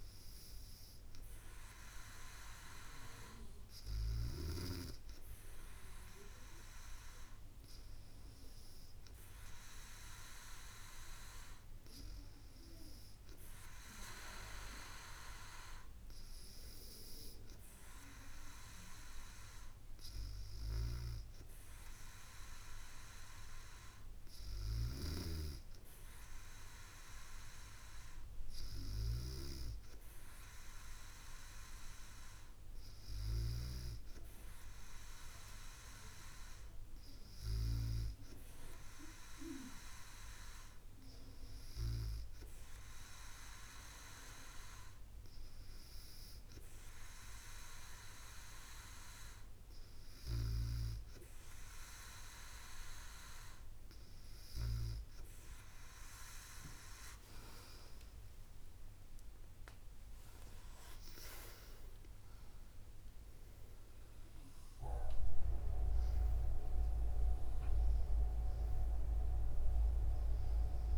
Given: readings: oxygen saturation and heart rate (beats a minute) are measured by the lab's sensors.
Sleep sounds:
breathing in sleep by a room microphone; none
58.00-63.50 s: arousal
From the record:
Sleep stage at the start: N2 (light sleep); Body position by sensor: on the back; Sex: female

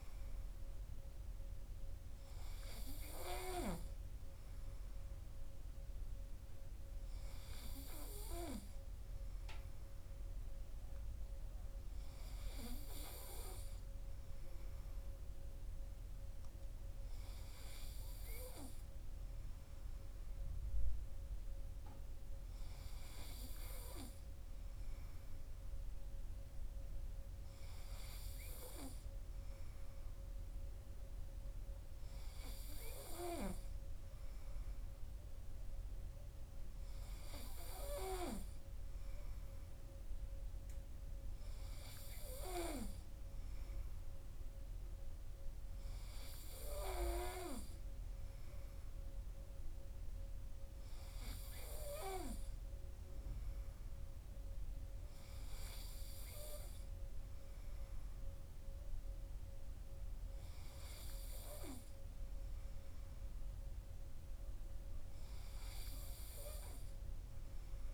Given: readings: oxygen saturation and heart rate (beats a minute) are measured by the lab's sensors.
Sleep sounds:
breathing in sleep by a room microphone; none
none scored
From the record:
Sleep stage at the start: N2 (light sleep); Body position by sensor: on the right side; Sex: male

